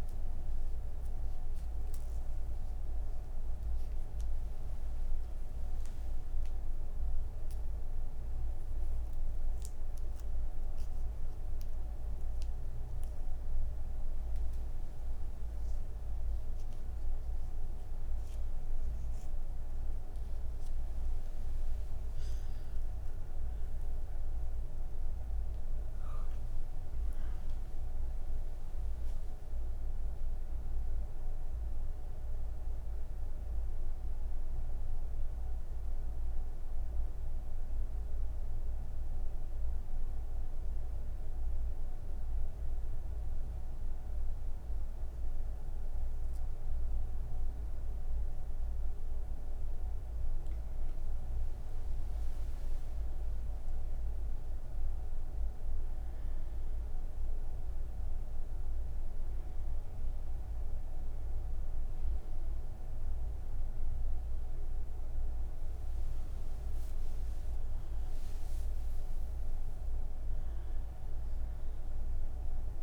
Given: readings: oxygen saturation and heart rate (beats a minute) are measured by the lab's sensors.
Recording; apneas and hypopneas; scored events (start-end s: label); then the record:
breathing in sleep, hard to hear, by a room microphone; 1
35.50-50.50 s: obstructive apnea (oxygen 98% before, 94% lowest)
From the record:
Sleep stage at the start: N3 (deep sleep); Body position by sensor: on the right side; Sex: female